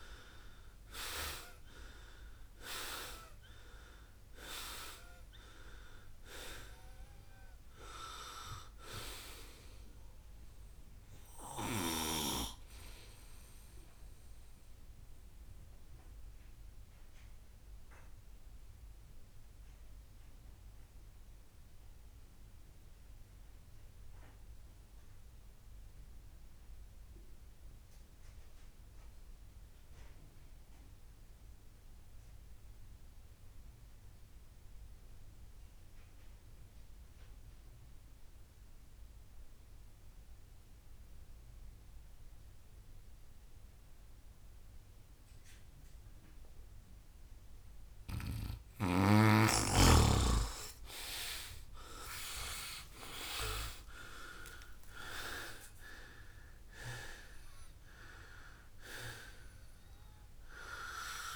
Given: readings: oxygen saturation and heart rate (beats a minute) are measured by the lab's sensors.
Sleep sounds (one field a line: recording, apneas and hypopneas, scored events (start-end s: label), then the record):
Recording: breathing in sleep by a room microphone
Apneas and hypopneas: 1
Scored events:
0.00-1.50 s: arousal
0.00-29.50 s: oxygen desaturation (device-marked, oxygen 87% lowest, heart rate 57 extreme)
13.00-47.50 s: mixed apnea (oxygen 96% before, 87% lowest, heart rate 73 before, 57 extreme, up 21 after)
51.50-61.36 s: oxygen desaturation (device-marked, oxygen 97% before, 88% lowest, heart rate 65 before, 58 extreme)
53.00-57.00 s: arousal
From the record:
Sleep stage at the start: N2 (light sleep)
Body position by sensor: on the right side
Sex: male